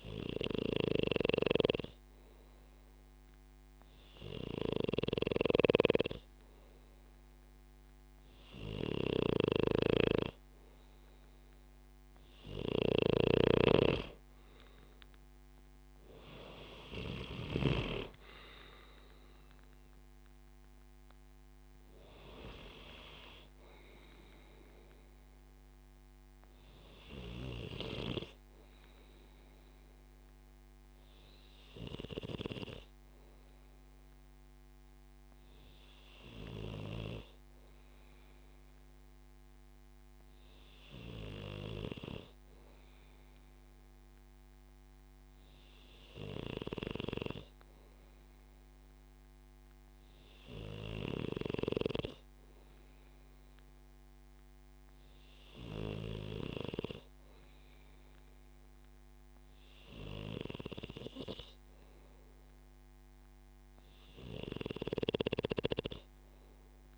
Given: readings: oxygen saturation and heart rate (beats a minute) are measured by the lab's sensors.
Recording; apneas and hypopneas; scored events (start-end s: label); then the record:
breathing in sleep by a microphone on the trachea; none
0.50-18.00 s: snoring (device-marked)
From the record:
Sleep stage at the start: N2 (light sleep); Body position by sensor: on the back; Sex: male